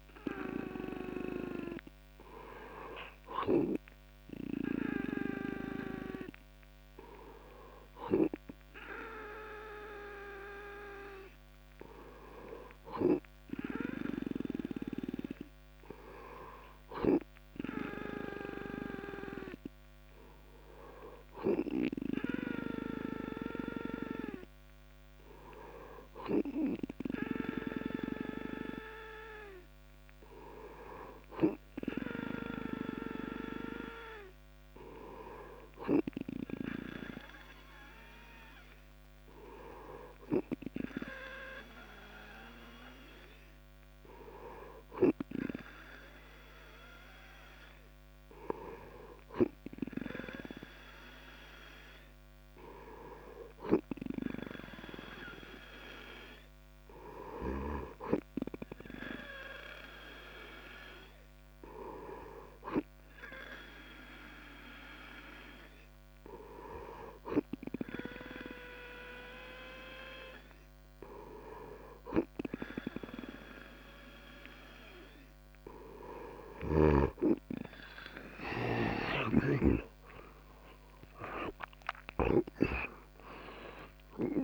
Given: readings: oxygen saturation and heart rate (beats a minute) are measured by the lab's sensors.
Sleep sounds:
breathing in sleep by a microphone on the trachea; none
78.50-84.00 s: arousal
From the record:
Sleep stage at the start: N2 (light sleep); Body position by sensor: on the back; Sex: male

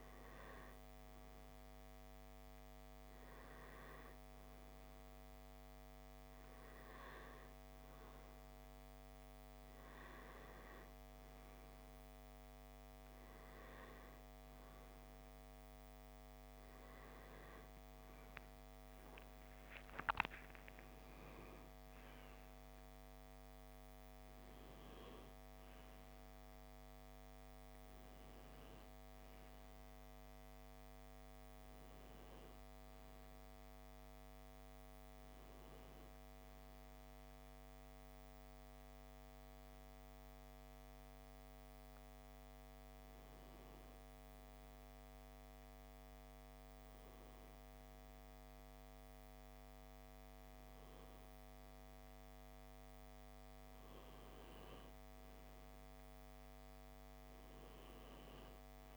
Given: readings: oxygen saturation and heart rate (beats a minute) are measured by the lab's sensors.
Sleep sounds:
breathing in sleep, hard to hear, by a microphone on the trachea; 1
30.00-33.50 s: arousal
36.00-51.00 s: hypopnea (oxygen 93% before, 93% lowest, heart rate 64 before, 61 extreme, up 1 after)
53.00-56.50 s: arousal
From the record:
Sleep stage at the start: N1 (lightest sleep); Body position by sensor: on the left side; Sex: male

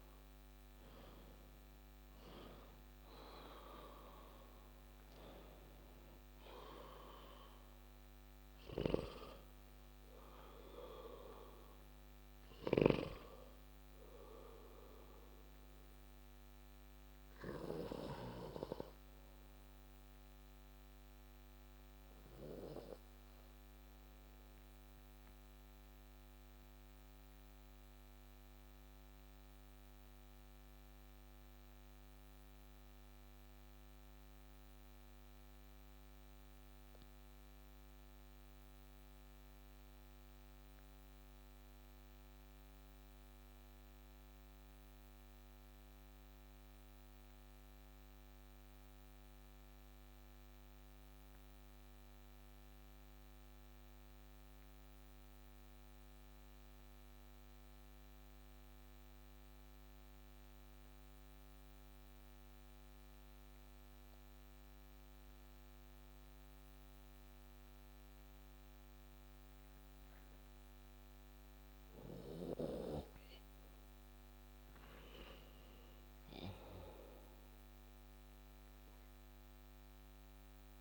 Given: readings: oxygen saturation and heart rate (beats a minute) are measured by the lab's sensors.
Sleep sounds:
breathing in sleep by a microphone on the trachea; 1
0.00-15.00 s: oxygen desaturation (device-marked, oxygen 90% lowest)
21.00-72.50 s: obstructive apnea (oxygen 94% before, 89% lowest)
62.00-80.81 s: oxygen desaturation (device-marked, oxygen 98% before, 93% lowest)
75.00-80.00 s: arousal
From the record:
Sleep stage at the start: N2 (light sleep); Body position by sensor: on the back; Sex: male

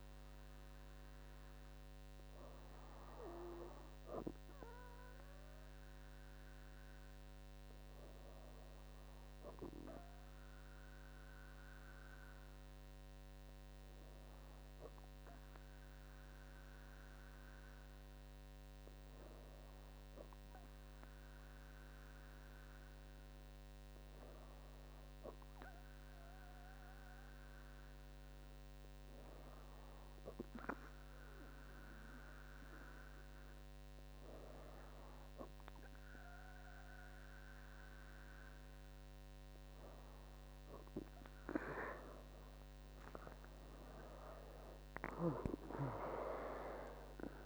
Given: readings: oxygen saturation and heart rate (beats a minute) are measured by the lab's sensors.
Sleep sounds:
breathing in sleep by a microphone on the trachea; 1
9.00-29.50 s: hypopnea (oxygen 97% before, 96% lowest, heart rate 67 before, 65 extreme, up 3 after)
38.50-42.50 s: arousal
From the record:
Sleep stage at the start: N2 (light sleep); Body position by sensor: on the back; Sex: female

